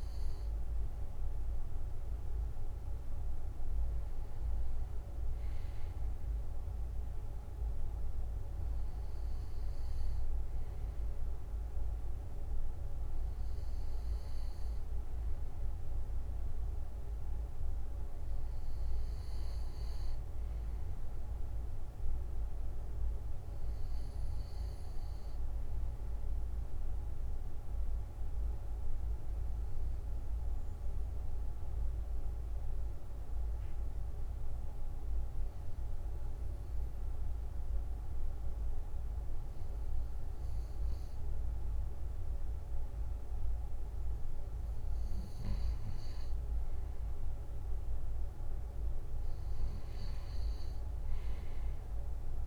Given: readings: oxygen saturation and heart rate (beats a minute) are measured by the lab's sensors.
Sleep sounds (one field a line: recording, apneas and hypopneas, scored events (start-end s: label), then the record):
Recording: breathing in sleep, hard to hear, by a room microphone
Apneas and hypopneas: 1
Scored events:
28.00-45.00 s: obstructive apnea (oxygen 97% before, 93% lowest, heart rate 58 before, 52 extreme, up 6 after)
30.00-44.00 s: drop in pulse transit time (device-marked, heart rate 58 before, 52 extreme)
48.00-52.00 s: arousal
From the record:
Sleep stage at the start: N2 (light sleep)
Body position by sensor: on the back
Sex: male